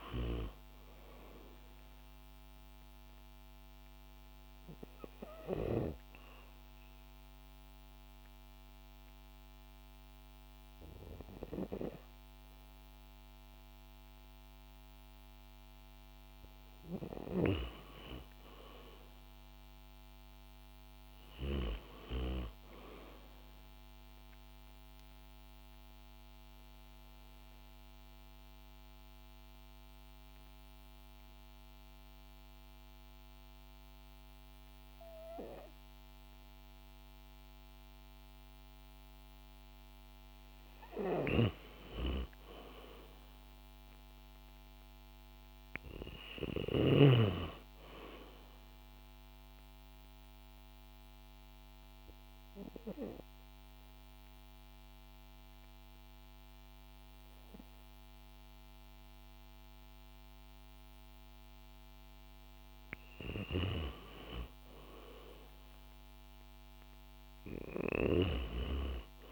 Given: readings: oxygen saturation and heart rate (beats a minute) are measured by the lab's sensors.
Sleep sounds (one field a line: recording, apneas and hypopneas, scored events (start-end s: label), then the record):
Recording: breathing in sleep by a microphone on the trachea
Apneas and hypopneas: 3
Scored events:
0.00-1.00 s: arousal
5.50-16.50 s: obstructive apnea (oxygen 96% before, 92% lowest, heart rate 108 before, 118 extreme, up 14 after)
18.50-22.00 s: arousal
24.50-38.00 s: obstructive apnea (oxygen 96% before, 92% lowest, heart rate 135 before, 68 extreme, up 31 after)
40.50-46.50 s: snoring (device-marked)
41.50-45.00 s: arousal
46.00-62.00 s: oxygen desaturation (device-marked, oxygen 96% before, 92% lowest, heart rate 145 before, 68 extreme)
49.50-61.00 s: obstructive apnea (oxygen 96% before, 92% lowest, heart rate 147 before, 68 extreme)
64.00-67.00 s: arousal
From the record:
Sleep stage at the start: N2 (light sleep)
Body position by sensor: on the back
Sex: female